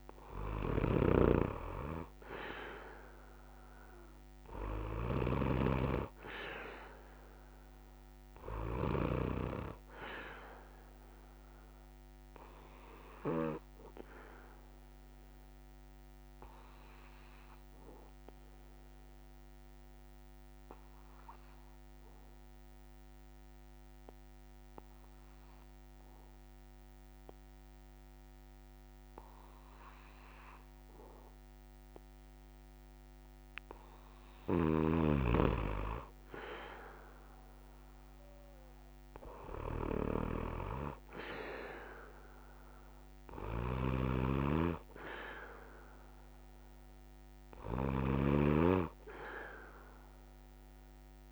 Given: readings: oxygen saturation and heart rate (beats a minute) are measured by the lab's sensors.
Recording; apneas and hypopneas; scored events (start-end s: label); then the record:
breathing in sleep by a microphone on the trachea; 1
0.00-9.00 s: snoring (device-marked)
4.00-29.00 s: oxygen desaturation (device-marked, oxygen 99% before, 94% lowest)
14.50-33.00 s: obstructive apnea (oxygen 99% before, 93% lowest)
34.00-48.00 s: snoring (device-marked)
39.00-51.32 s: oxygen desaturation (device-marked, oxygen 99% before, 94% lowest)
From the record:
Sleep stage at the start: N3 (deep sleep); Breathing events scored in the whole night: 235 in 4.8 hours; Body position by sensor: on the back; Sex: male